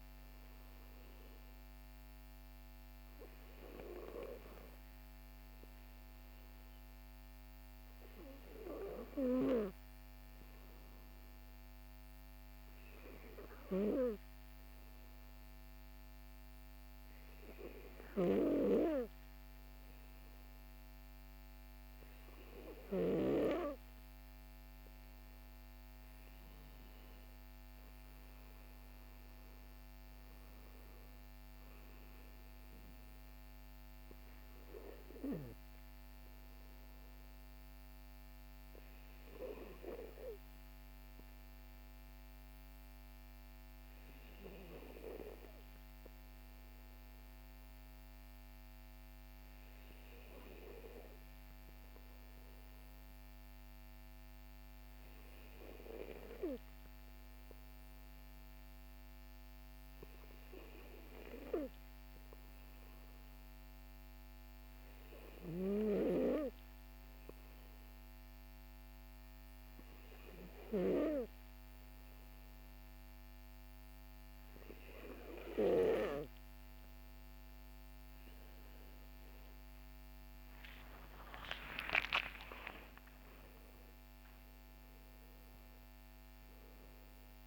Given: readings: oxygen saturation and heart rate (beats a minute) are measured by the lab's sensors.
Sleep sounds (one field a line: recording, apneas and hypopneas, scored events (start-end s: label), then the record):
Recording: breathing in sleep by a microphone on the trachea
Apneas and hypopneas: 1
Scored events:
36.00-73.00 s: obstructive apnea (oxygen 96% before, 94% lowest, heart rate 51 before, 44 extreme, up 17 after)
78.00-83.00 s: arousal
From the record:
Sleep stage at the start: N2 (light sleep)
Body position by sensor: on the back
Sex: male